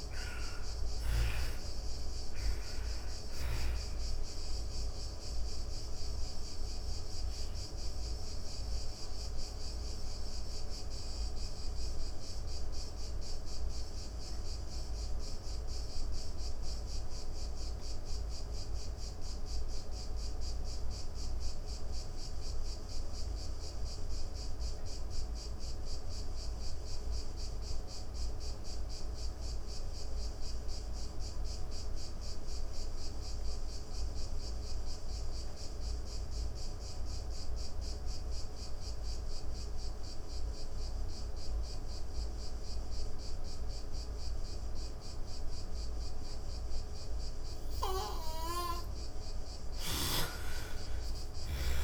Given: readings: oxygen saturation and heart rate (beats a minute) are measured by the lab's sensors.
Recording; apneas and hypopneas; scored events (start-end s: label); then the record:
breathing in sleep, hard to hear, by a room microphone; 1
0.00-21.00 s: oxygen desaturation (device-marked, oxygen 75% lowest)
4.50-47.50 s: obstructive apnea (oxygen 98% before, 72% lowest)
32.00-51.84 s: oxygen desaturation (device-marked, oxygen 99% before, 72% lowest)
49.00-51.84 s: arousal
From the record:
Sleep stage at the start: N2 (light sleep); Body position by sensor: on the back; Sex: female